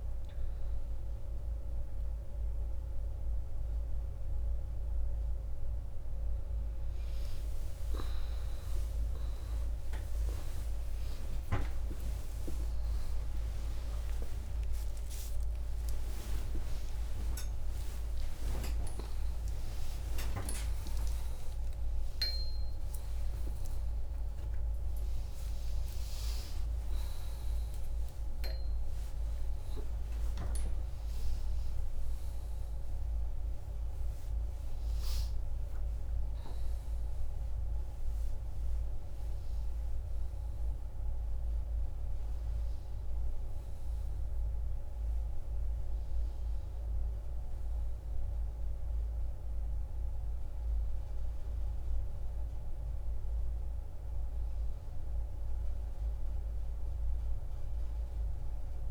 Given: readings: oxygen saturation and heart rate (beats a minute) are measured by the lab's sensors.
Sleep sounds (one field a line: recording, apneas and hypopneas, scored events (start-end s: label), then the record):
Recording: a person awake in a sleep study, by a room microphone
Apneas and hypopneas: none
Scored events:
none scored
From the record:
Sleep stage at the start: awake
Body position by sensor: on the back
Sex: female